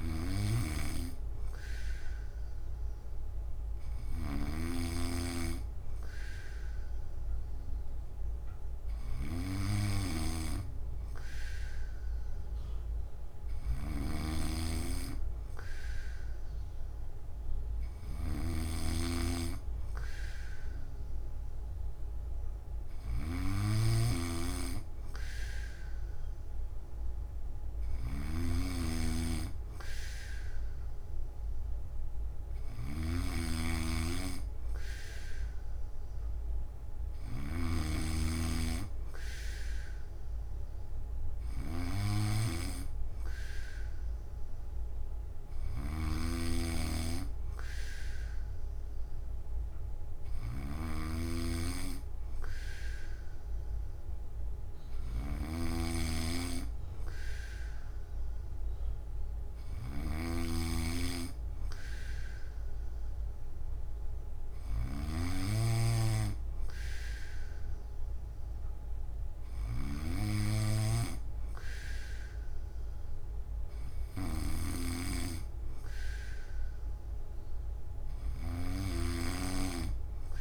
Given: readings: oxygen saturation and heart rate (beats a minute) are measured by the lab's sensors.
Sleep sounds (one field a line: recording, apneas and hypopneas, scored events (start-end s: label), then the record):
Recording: breathing in sleep by a room microphone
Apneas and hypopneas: none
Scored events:
0.00-80.41 s: snoring (device-marked)
From the record:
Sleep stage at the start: N1 (lightest sleep)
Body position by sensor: on the back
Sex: male